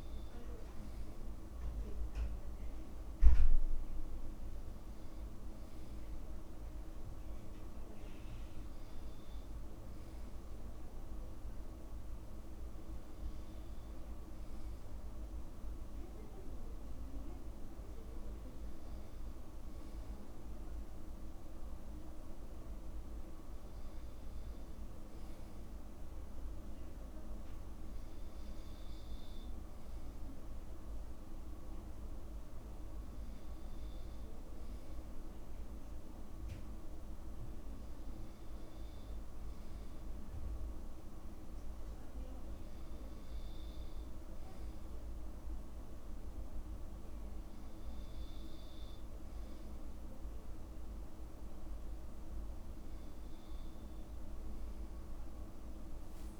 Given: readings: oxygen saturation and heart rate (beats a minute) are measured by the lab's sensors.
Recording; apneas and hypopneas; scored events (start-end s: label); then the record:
breathing in sleep, hard to hear, by a room microphone; none
none scored
From the record:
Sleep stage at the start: N2 (light sleep); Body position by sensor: on the back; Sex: male